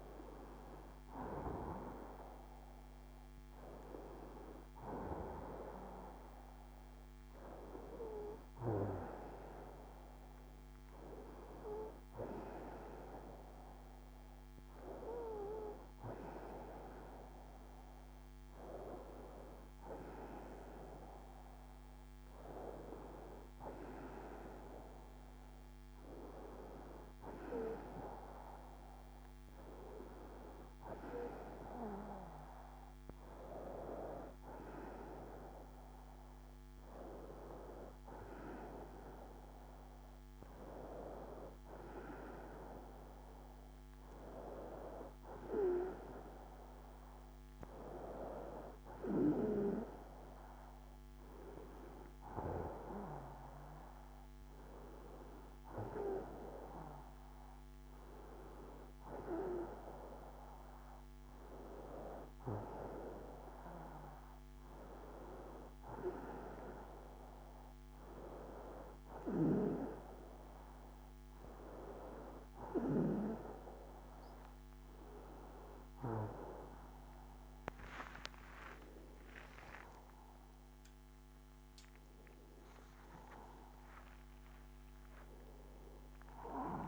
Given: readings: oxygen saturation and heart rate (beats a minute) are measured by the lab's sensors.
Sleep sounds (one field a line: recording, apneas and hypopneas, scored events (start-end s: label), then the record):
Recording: breathing in sleep by a microphone on the trachea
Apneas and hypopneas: none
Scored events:
2.00-86.88 s: new sleep stage, N2 (light sleep)
From the record:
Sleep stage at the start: N1 (lightest sleep)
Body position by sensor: on the right side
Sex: female